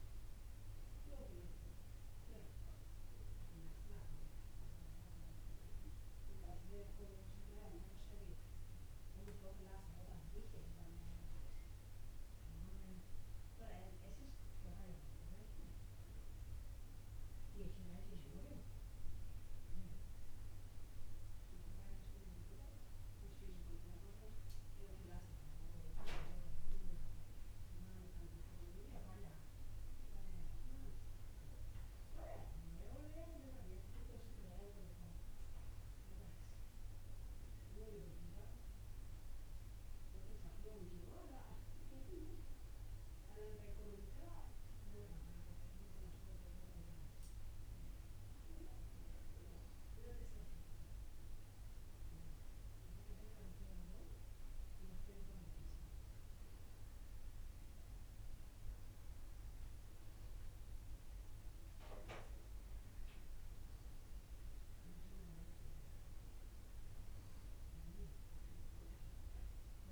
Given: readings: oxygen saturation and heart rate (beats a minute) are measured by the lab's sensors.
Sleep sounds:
breathing in sleep by a room microphone; none
none scored
From the record:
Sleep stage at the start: N1 (lightest sleep); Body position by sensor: on the back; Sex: male

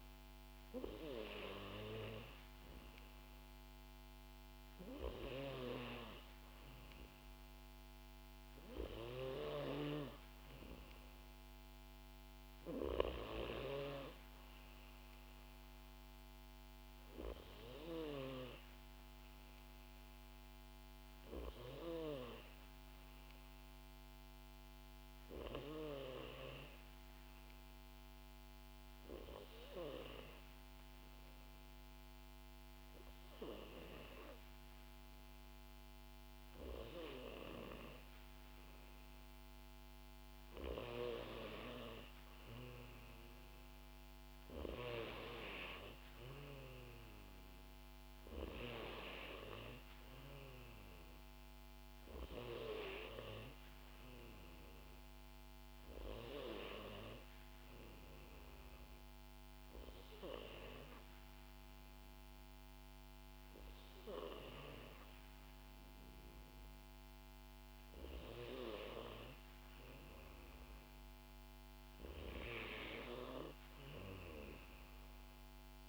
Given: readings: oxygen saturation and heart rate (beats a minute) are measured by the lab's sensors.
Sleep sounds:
breathing in sleep by a microphone on the trachea; 2
21.00-24.50 s: arousal
27.00-39.50 s: obstructive apnea (oxygen 93% before, 91% lowest, heart rate 59 before, 60 extreme, up 1 after)
42.50-47.00 s: arousal
58.00-68.00 s: obstructive apnea (oxygen 94% before, 91% lowest, heart rate 61 before, 59 extreme, up 1 after)
70.50-75.50 s: arousal
From the record:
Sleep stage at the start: N2 (light sleep); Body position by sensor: on the back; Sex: female

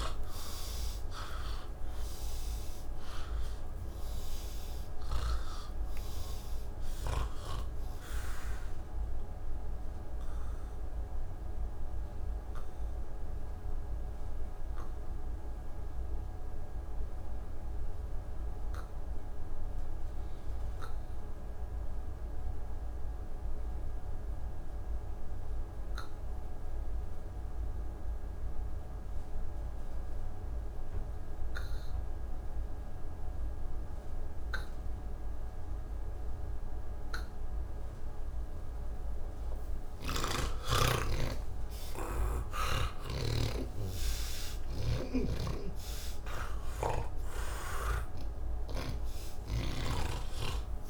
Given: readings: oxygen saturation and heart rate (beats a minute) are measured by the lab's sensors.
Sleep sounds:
breathing in sleep by a room microphone; 1
0.00-25.00 s: oxygen desaturation (device-marked, oxygen 80% lowest)
9.00-37.50 s: obstructive apnea (oxygen 96% before, 80% lowest)
45.00-50.90 s: snoring (device-marked)
From the record:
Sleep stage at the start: N1 (lightest sleep); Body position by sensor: on the back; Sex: male

